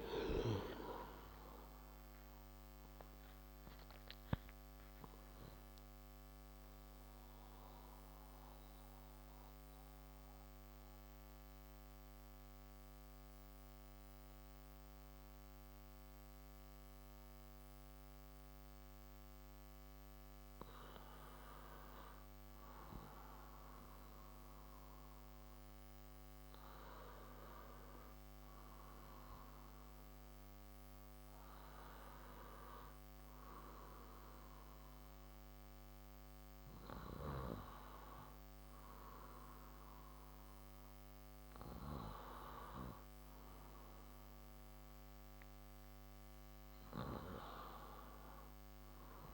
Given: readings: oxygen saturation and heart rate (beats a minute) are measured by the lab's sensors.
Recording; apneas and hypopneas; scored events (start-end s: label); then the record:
breathing in sleep by a microphone on the trachea; 1
6.50-20.50 s: central apnea (oxygen 95% before, 93% lowest)
22.50-26.50 s: arousal
From the record:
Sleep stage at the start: N1 (lightest sleep); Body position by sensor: on the left side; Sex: male